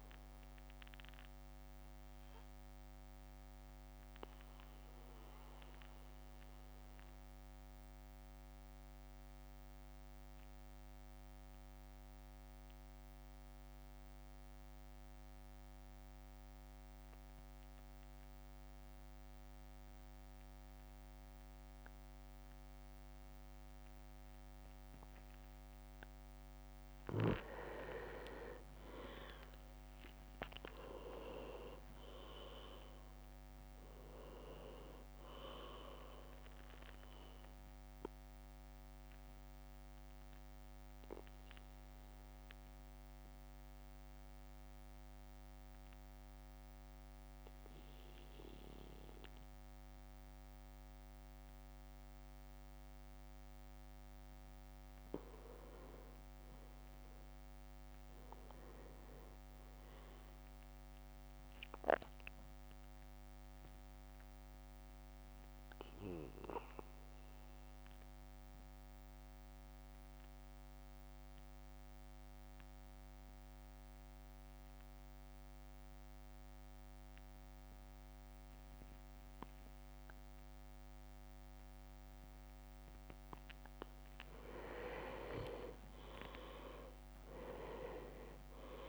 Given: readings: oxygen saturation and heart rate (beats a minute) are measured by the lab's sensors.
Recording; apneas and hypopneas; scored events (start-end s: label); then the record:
breathing in sleep by a microphone on the trachea; 3
0.00-1.50 s: drop in pulse transit time (device-marked, heart rate 55 extreme)
0.00-5.50 s: oxygen desaturation (device-marked, oxygen 95% lowest, heart rate 52 extreme)
2.00-26.00 s: mixed apnea (oxygen 99% before, 94% lowest, heart rate 56 before, 52 extreme, up 7 after)
27.50-29.50 s: leg movement (device-marked)
28.00-32.50 s: arousal
29.50-41.50 s: drop in pulse transit time (device-marked, heart rate 54 before, 54 extreme)
30.50-42.50 s: oxygen desaturation (device-marked, oxygen 99% before, 95% lowest, heart rate 54 before, 52 extreme)
37.50-55.50 s: obstructive apnea (oxygen 99% before, 94% lowest, heart rate 57 before, 49 extreme, up 6 after)
56.50-67.50 s: drop in pulse transit time (device-marked, heart rate 54 before, 52 extreme)
57.00-60.50 s: leg movement (device-marked)
57.00-61.00 s: arousal
63.00-82.50 s: obstructive apnea (oxygen 100% before, 94% lowest, heart rate 55 before, 49 extreme, up 8 after)
84.50-88.89 s: drop in pulse transit time (device-marked, heart rate 52 before, 54 extreme)
85.00-87.50 s: leg movement (device-marked)
85.00-88.89 s: arousal
From the record:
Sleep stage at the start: N2 (light sleep); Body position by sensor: on the back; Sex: male